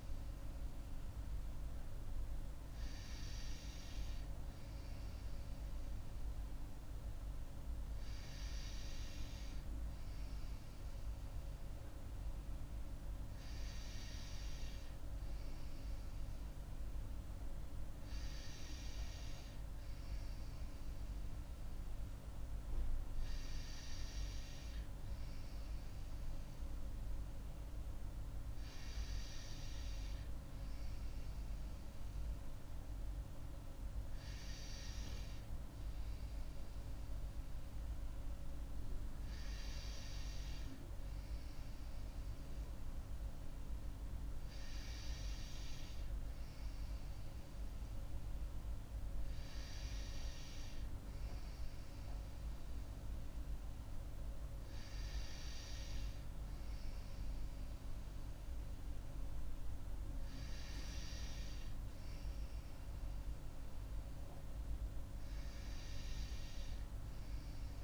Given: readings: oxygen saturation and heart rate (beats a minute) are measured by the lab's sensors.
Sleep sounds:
breathing in sleep, hard to hear, by a room microphone; none
none scored
From the record:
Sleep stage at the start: N2 (light sleep); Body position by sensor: on the right side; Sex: female

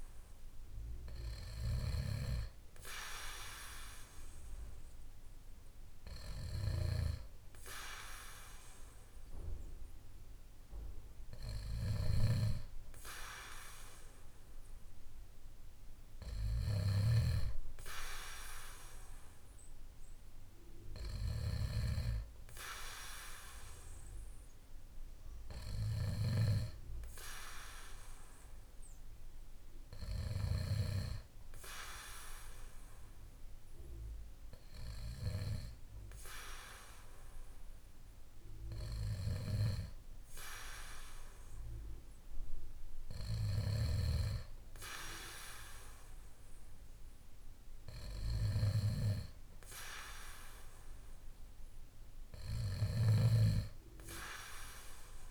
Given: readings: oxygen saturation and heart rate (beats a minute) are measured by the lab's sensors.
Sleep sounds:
breathing in sleep by a room microphone; none
11.50-17.00 s: snoring (device-marked)
From the record:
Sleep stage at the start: N2 (light sleep); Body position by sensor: on the back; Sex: male

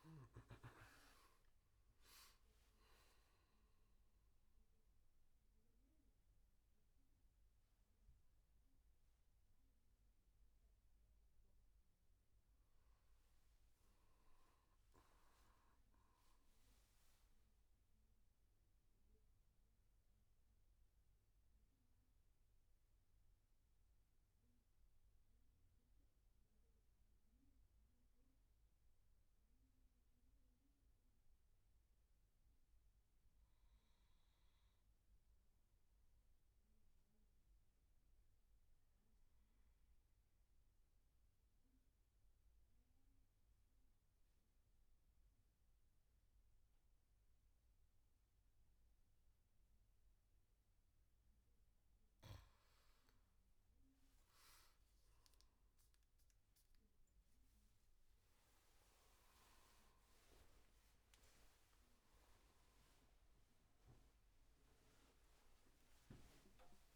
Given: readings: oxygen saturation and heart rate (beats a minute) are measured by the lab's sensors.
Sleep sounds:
a person partly awake in a sleep study, hard to hear, by a room microphone; 1
0.00-2.00 s: arousal
0.00-21.50 s: oxygen desaturation (device-marked, oxygen 88% lowest, heart rate 68 extreme)
25.00-28.50 s: arousal
30.50-51.50 s: obstructive apnea (oxygen 99% before, 92% lowest, heart rate 76 before, 73 extreme, up 9 after)
46.50-66.96 s: oxygen desaturation (device-marked, oxygen 98% before, 92% lowest, heart rate 75 before, 78 extreme)
47.50-66.96 s: new sleep stage, awake
62.50-66.96 s: tachycardia (device-marked, heart rate 75 before, 118 extreme)
From the record:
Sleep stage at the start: N2 (light sleep); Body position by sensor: on the back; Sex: male

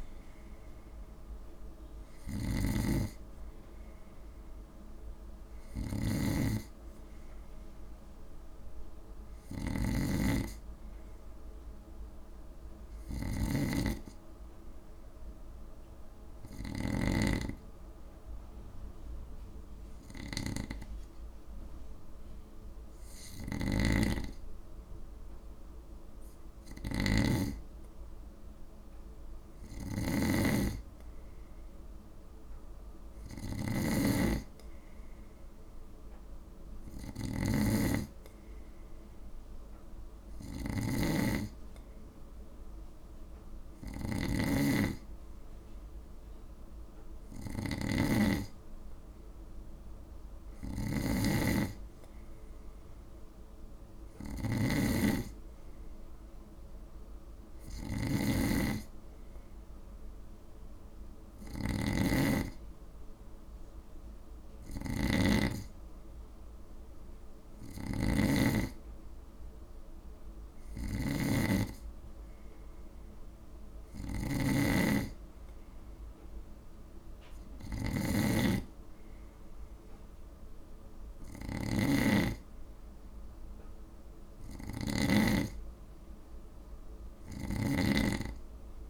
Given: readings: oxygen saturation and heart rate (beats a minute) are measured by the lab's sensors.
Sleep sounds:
breathing in sleep by a room microphone; 1
0.00-88.90 s: snoring (device-marked)
11.00-13.50 s: arousal
15.50-27.50 s: hypopnea (oxygen 96% before, 94% lowest, heart rate 56 before, 53 extreme, up 2 after)
29.50-32.50 s: arousal
From the record:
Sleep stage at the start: N2 (light sleep); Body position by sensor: on the right side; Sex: male

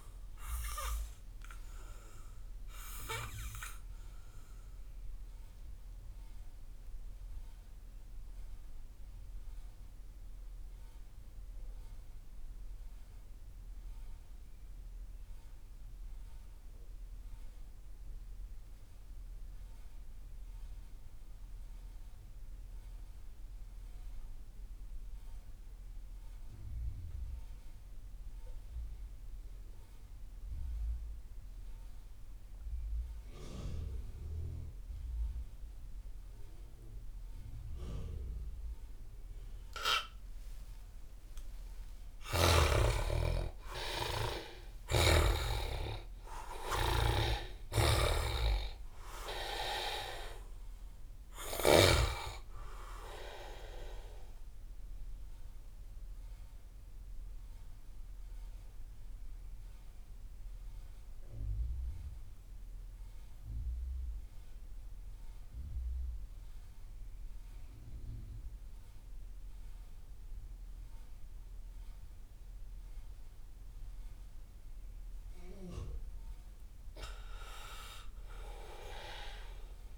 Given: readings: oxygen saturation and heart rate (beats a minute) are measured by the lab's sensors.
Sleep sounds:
breathing in sleep by a room microphone; 2
0.00-19.00 s: oxygen desaturation (device-marked, oxygen 81% lowest)
4.00-40.00 s: mixed apnea (oxygen 98% before, 71% lowest)
34.00-71.00 s: oxygen desaturation (device-marked, oxygen 97% before, 71% lowest)
41.50-47.50 s: arousal
46.50-51.50 s: snoring (device-marked)
54.50-74.50 s: central apnea (oxygen 97% before, 71% lowest)
77.50-79.98 s: arousal
From the record:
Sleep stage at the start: N2 (light sleep); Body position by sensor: on the back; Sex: male

